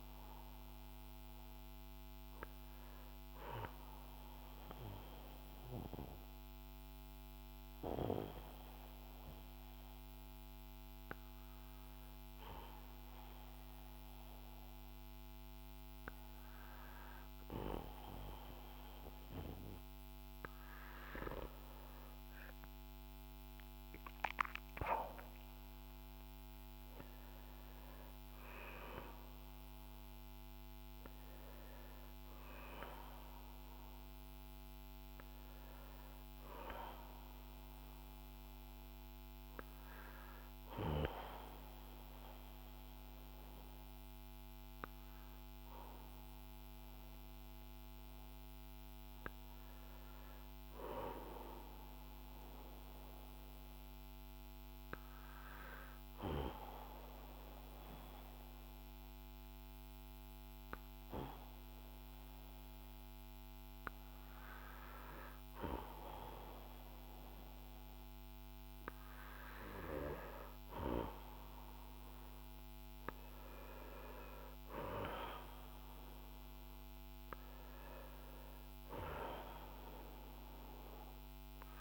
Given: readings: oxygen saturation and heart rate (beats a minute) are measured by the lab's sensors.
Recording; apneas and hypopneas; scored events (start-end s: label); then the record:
breathing in sleep by a microphone on the trachea; 2
3.00-21.50 s: obstructive apnea (oxygen 94% before, 90% lowest, heart rate 57 before, 53 extreme, up 4 after)
3.50-81.81 s: new sleep stage, N2 (light sleep)
23.50-27.50 s: arousal
27.50-52.50 s: oxygen desaturation (device-marked, oxygen 94% before, 90% lowest, heart rate 58 before, 46 extreme)
43.50-69.50 s: hypopnea (oxygen 94% before, 90% lowest, heart rate 60 before, 46 extreme, up 9 after)
66.50-81.81 s: oxygen desaturation (device-marked, oxygen 95% before, 90% lowest, heart rate 52 before, 50 extreme)
72.00-77.00 s: arousal
From the record:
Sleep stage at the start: N1 (lightest sleep); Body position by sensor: on the back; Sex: male